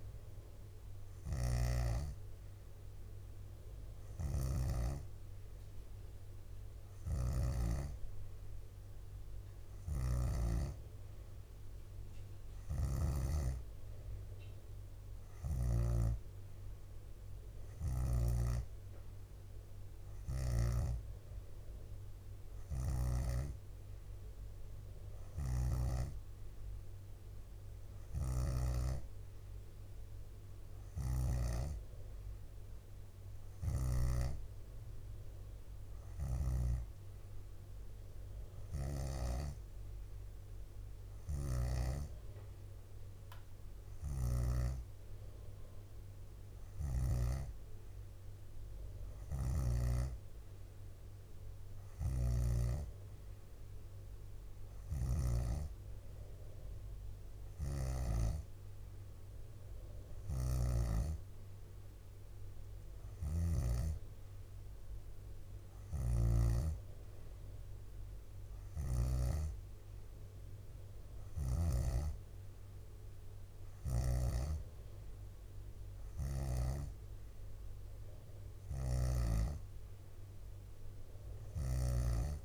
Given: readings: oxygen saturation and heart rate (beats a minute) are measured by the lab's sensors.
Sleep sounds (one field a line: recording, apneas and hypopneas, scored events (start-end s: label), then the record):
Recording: breathing in sleep by a room microphone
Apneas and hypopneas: none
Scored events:
0.00-2.00 s: snoring (device-marked)
0.00-2.50 s: leg movement (device-marked)
4.00-13.50 s: snoring (device-marked)
28.00-31.50 s: snoring (device-marked)
33.50-34.00 s: leg movement (device-marked)
36.00-39.50 s: snoring (device-marked)
38.50-42.50 s: leg movement (device-marked)
44.00-47.50 s: snoring (device-marked)
52.00-55.50 s: snoring (device-marked)
54.50-61.50 s: leg movement (device-marked)
57.50-61.00 s: snoring (device-marked)
63.00-69.50 s: snoring (device-marked)
73.00-74.50 s: leg movement (device-marked)
74.00-82.45 s: snoring (device-marked)
From the record:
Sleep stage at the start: N2 (light sleep)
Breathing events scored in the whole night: 116 in 6.0 hours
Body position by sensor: on the back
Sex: female